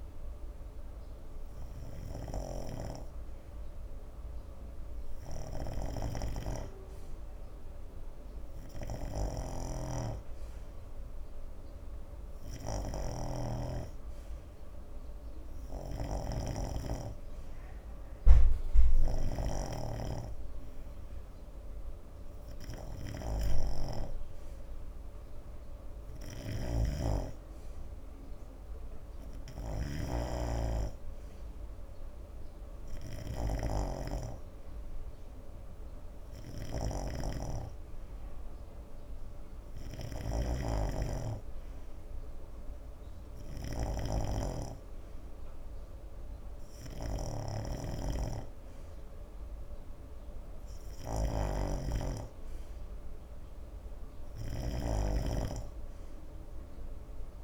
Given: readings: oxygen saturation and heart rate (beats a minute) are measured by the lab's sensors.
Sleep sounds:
breathing in sleep by a room microphone; none
0.00-57.44 s: snoring (device-marked)
From the record:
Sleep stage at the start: N2 (light sleep); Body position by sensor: on the right side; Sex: male

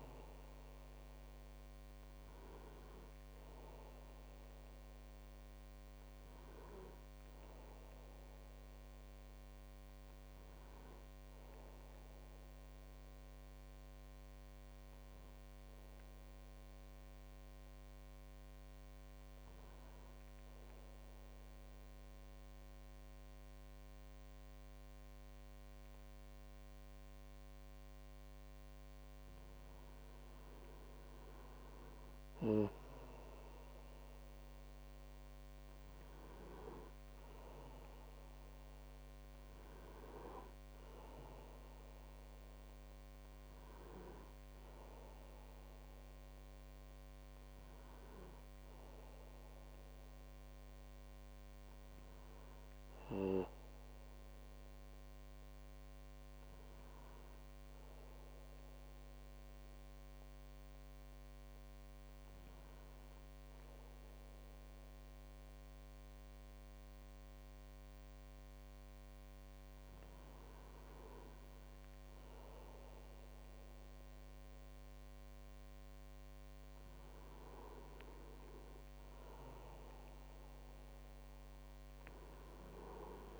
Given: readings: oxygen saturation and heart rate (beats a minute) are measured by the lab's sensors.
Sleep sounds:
breathing in sleep, hard to hear, by a microphone on the trachea; 1
20.00-32.00 s: central apnea (oxygen 98% before, 96% lowest, heart rate 53 before, 46 extreme, up 2 after)
34.00-38.00 s: arousal
76.00-83.40 s: new sleep stage, awake
From the record:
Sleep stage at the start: N1 (lightest sleep); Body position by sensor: on the back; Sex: male

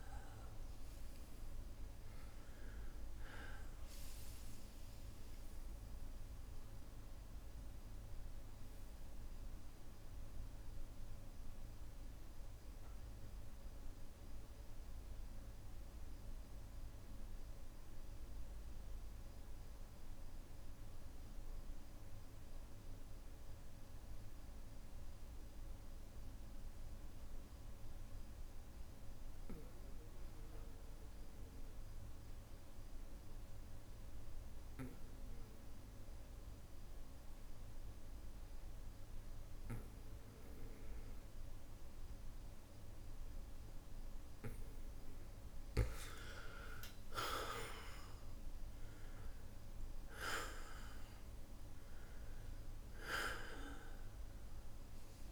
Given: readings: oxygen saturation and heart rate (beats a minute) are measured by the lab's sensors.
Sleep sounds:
breathing in sleep by a room microphone; 1
0.00-19.00 s: oxygen desaturation (device-marked, oxygen 92% lowest, heart rate 56 extreme)
3.00-24.00 s: bradycardia (device-marked, heart rate 60 before, 56 extreme)
7.50-44.50 s: mixed apnea (oxygen 99% before, 90% lowest, heart rate 61 before, 54 extreme, up 4 after)
34.00-55.32 s: oxygen desaturation (device-marked, oxygen 99% before, 90% lowest, heart rate 58 before, 54 extreme)
46.00-49.00 s: arousal
From the record:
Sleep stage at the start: N2 (light sleep); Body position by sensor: on the back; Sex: male

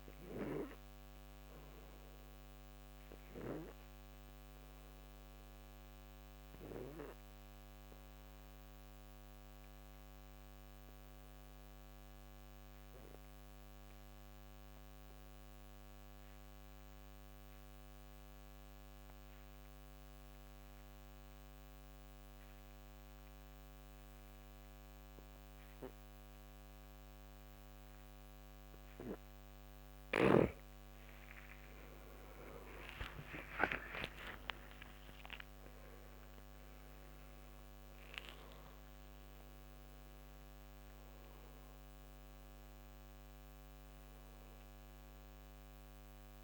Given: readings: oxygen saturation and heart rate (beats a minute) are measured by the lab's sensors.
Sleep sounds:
breathing in sleep by a microphone on the trachea; 1
0.00-12.00 s: oxygen desaturation (device-marked, oxygen 85% lowest, heart rate 61 extreme)
2.00-29.00 s: obstructive apnea (oxygen 96% before, 81% lowest, heart rate 71 before, 60 extreme, up 30 after)
21.00-46.44 s: oxygen desaturation (device-marked, oxygen 98% before, 81% lowest, heart rate 66 before, 60 extreme)
31.50-36.00 s: arousal
From the record:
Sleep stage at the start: N2 (light sleep); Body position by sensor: on the back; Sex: male

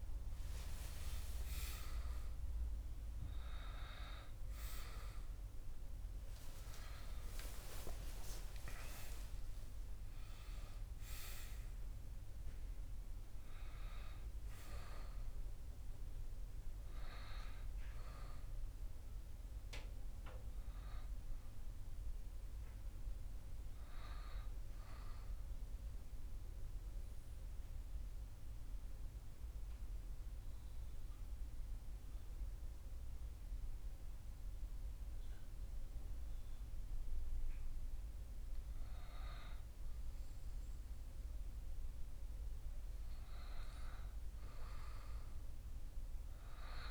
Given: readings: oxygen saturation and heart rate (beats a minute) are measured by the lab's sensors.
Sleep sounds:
breathing in sleep by a room microphone; 1
0.00-4.00 s: arousal
25.00-37.50 s: central apnea (oxygen 97% before, 95% lowest, heart rate 69 before, 56 extreme, up 1 after)
39.50-44.50 s: arousal
From the record:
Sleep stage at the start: N2 (light sleep); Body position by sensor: on the back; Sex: male

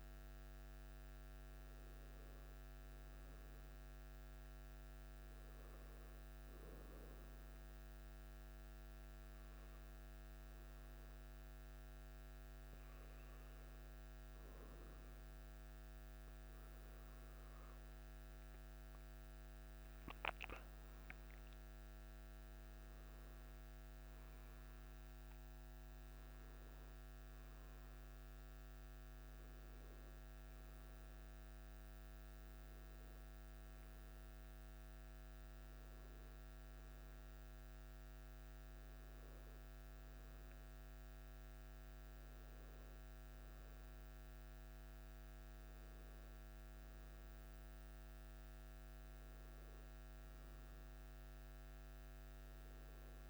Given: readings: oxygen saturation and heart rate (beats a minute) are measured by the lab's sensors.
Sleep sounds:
breathing in sleep, hard to hear, by a microphone on the trachea; none
none scored
From the record:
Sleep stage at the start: N1 (lightest sleep); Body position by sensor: on the back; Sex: male

